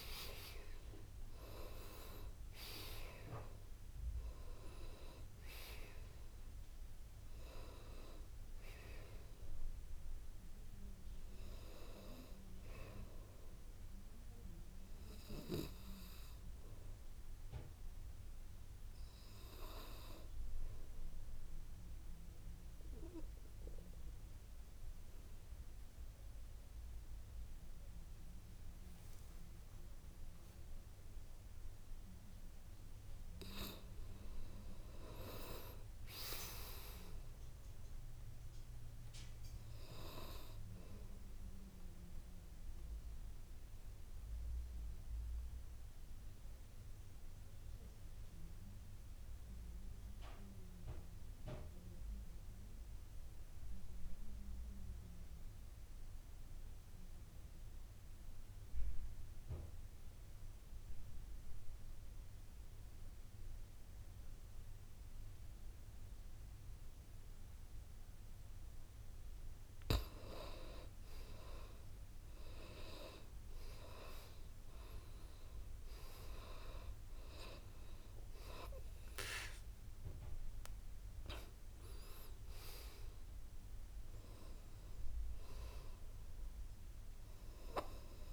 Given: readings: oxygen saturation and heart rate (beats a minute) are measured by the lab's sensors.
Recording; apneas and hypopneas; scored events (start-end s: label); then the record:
breathing in sleep by a room microphone; 2
0.00-18.50 s: oxygen desaturation (device-marked, oxygen 77% lowest, heart rate 52 extreme)
22.50-34.00 s: obstructive apnea (oxygen 99% before, 83% lowest, heart rate 60 before, 52 extreme, up 10 after)
36.00-39.50 s: arousal
42.00-69.00 s: obstructive apnea (oxygen 99% before, 83% lowest, heart rate 55 before, 53 extreme, up 13 after)
69.50-88.33 s: oxygen desaturation (device-marked, oxygen 98% before, 83% lowest, heart rate 55 before, 51 extreme)
71.50-76.00 s: arousal
From the record:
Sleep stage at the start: N2 (light sleep); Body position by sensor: on the back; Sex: male